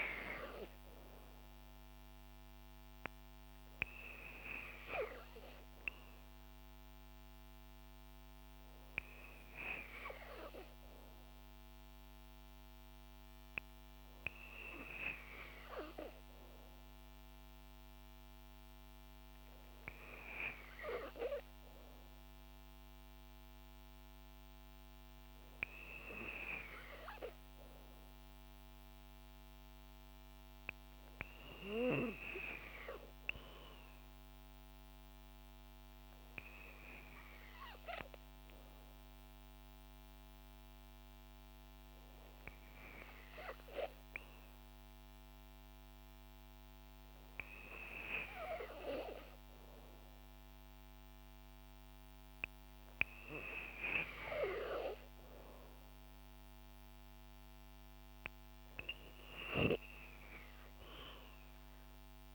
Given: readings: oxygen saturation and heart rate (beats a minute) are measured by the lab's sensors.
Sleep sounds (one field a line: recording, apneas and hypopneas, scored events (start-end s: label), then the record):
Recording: breathing in sleep by a microphone on the trachea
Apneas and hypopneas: none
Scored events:
none scored
From the record:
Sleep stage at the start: N2 (light sleep)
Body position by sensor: on the back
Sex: female